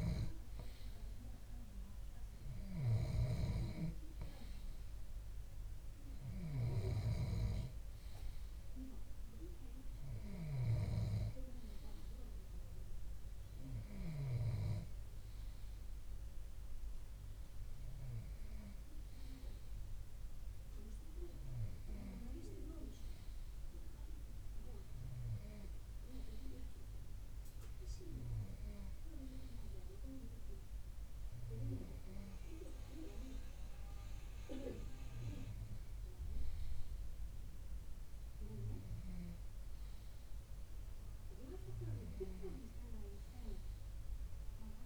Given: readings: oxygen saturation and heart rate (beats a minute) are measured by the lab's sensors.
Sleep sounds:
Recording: breathing in sleep by a room microphone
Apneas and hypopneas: none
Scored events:
0.00-11.00 s: snoring (device-marked)
From the record:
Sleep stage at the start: N2 (light sleep)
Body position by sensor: on the left side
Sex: male

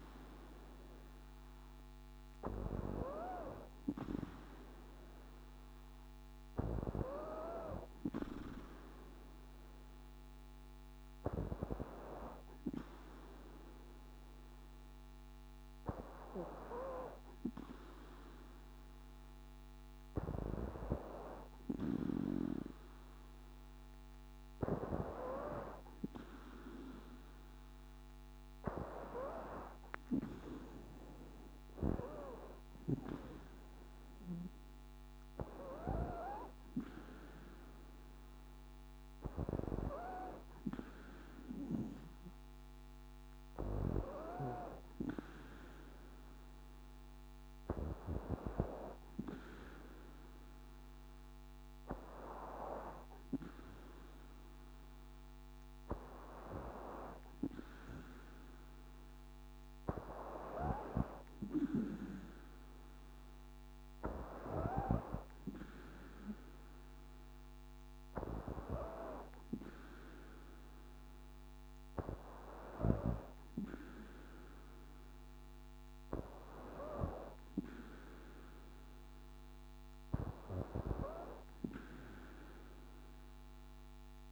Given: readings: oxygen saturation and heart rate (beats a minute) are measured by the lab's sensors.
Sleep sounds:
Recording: breathing in sleep by a microphone on the trachea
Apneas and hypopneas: none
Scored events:
none scored
From the record:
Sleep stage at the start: N2 (light sleep)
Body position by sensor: on the back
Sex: female

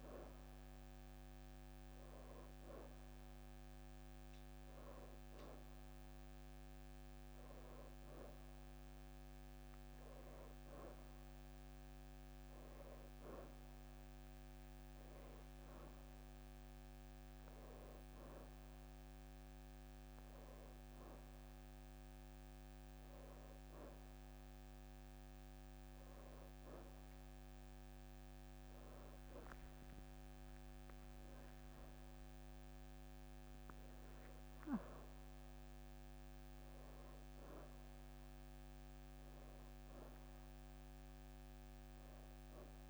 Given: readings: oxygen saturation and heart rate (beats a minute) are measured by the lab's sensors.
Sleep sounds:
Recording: breathing in sleep, hard to hear, by a microphone on the trachea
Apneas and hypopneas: none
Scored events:
0.00-6.50 s: oxygen desaturation (device-marked, oxygen 90% lowest, heart rate 83 extreme)
14.50-16.50 s: leg movement (device-marked)
31.50-37.00 s: arousal
40.50-42.00 s: leg movement (device-marked)
From the record:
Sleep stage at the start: N1 (lightest sleep)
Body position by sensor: on the back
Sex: female

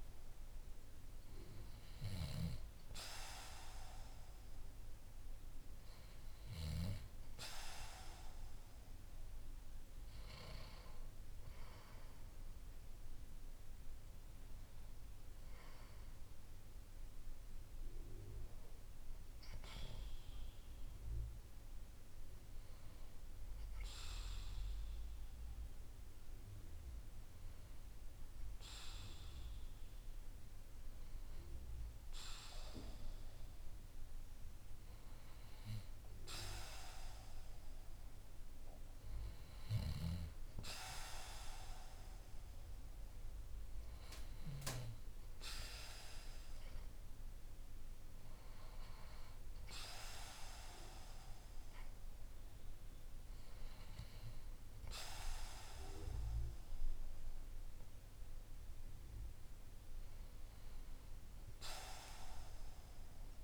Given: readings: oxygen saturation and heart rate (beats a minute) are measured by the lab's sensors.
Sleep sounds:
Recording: breathing in sleep by a room microphone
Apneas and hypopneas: none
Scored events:
none scored
From the record:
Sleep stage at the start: N2 (light sleep)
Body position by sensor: on the back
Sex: male

